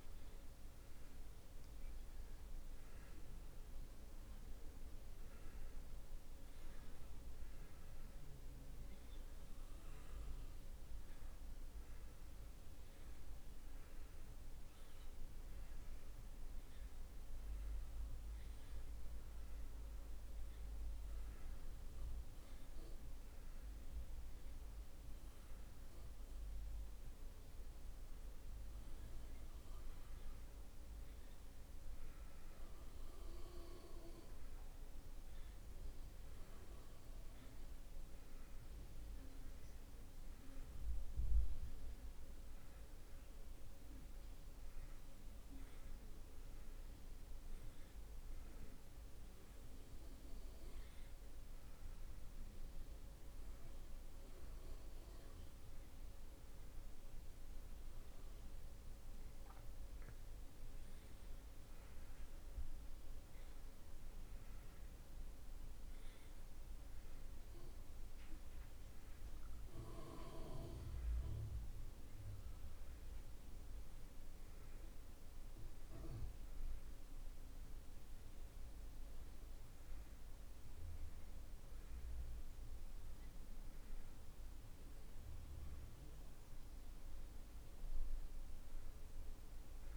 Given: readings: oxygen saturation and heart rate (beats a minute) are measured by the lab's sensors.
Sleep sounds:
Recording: a person partly awake in a sleep study, hard to hear, by a room microphone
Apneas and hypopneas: none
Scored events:
0.00-23.00 s: oxygen desaturation (device-marked, oxygen 91% lowest)
16.00-76.00 s: new sleep stage, N1 (lightest sleep)
39.00-43.00 s: oxygen desaturation (device-marked, oxygen 96% before, 94% lowest)
76.00-89.97 s: new sleep stage, N2 (light sleep)
From the record:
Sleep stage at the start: awake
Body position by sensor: on the back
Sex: male

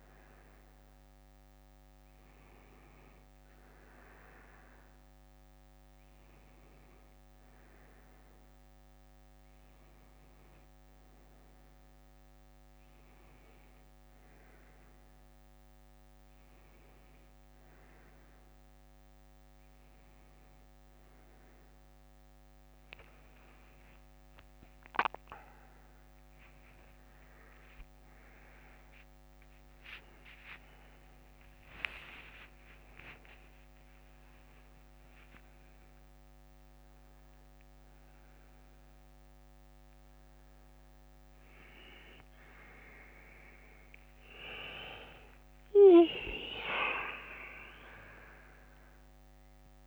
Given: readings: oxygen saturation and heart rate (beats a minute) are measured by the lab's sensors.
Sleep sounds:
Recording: a person awake in a sleep study, by a microphone on the trachea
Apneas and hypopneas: none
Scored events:
19.00-22.00 s: bradycardia (device-marked, heart rate 66 before, 61 extreme)
20.00-49.87 s: new sleep stage, awake
26.00-35.00 s: tachycardia (device-marked, heart rate 66 before, 158 extreme)
48.00-49.87 s: bradycardia (device-marked, heart rate 68 before, 58 extreme)
From the record:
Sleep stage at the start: N1 (lightest sleep)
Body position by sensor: on the back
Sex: male

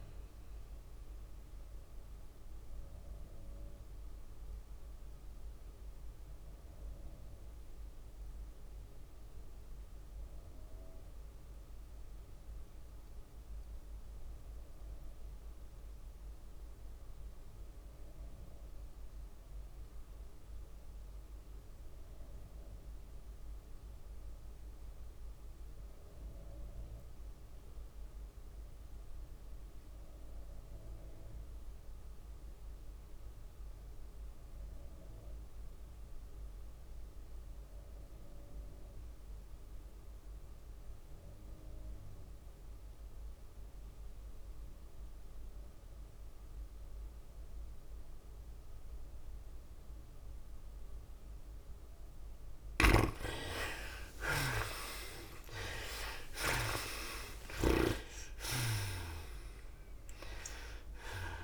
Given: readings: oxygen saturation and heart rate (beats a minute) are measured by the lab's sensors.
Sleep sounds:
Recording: breathing in sleep by a room microphone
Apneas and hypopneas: 1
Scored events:
0.00-8.50 s: drop in pulse transit time (device-marked, heart rate 105 extreme)
0.00-9.50 s: oxygen desaturation (device-marked, oxygen 66% lowest, heart rate 101 extreme)
0.00-30.50 s: tachycardia (device-marked, heart rate 113 extreme)
0.50-52.50 s: mixed apnea (oxygen 81% before, 53% lowest, heart rate 105 before, 92 extreme, up 47 after)
18.50-61.44 s: oxygen desaturation (device-marked, oxygen 99% before, 53% lowest, heart rate 109 before, 92 extreme)
32.50-42.50 s: drop in pulse transit time (device-marked, heart rate 103 before, 94 extreme)
51.50-61.44 s: tachycardia (device-marked, heart rate 103 before, 140 extreme)
53.00-58.50 s: snoring (device-marked)
54.00-58.00 s: arousal
56.50-61.44 s: drop in pulse transit time (device-marked, heart rate 97 before, 113 extreme)
From the record:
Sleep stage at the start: REM sleep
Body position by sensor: on the back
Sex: female

